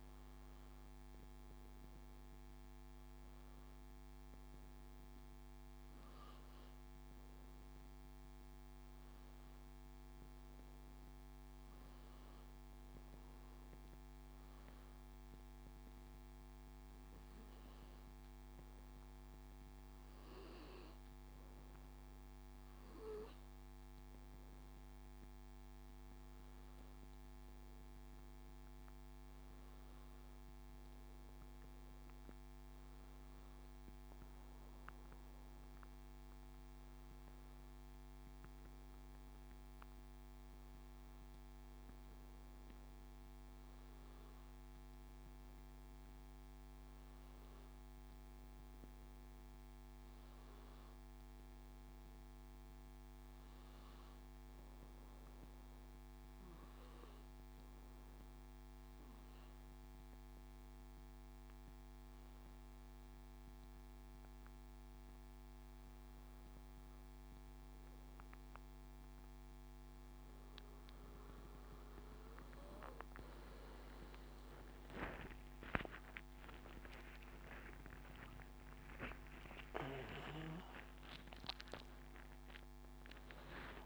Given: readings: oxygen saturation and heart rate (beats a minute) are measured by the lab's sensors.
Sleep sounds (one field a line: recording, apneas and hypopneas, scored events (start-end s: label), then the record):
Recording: breathing in sleep by a microphone on the trachea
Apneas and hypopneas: none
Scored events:
68.50-83.86 s: new sleep stage, awake
From the record:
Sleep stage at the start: N2 (light sleep)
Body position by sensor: on the back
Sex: male